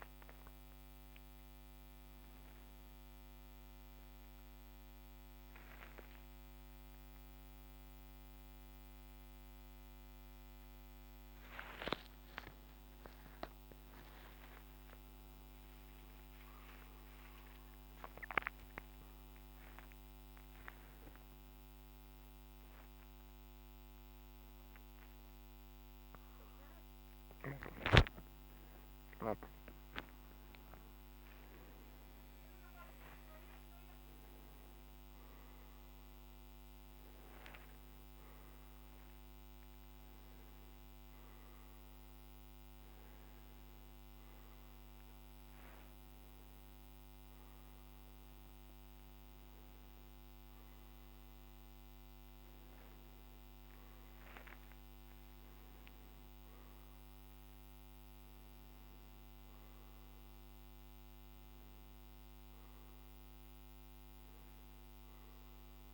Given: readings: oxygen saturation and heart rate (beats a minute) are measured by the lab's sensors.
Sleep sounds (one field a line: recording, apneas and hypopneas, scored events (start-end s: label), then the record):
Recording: a person awake in a sleep study, hard to hear, by a microphone on the trachea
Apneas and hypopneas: none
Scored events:
none scored
From the record:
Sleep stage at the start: awake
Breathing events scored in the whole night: 226 in 5.2 hours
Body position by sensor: upright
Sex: male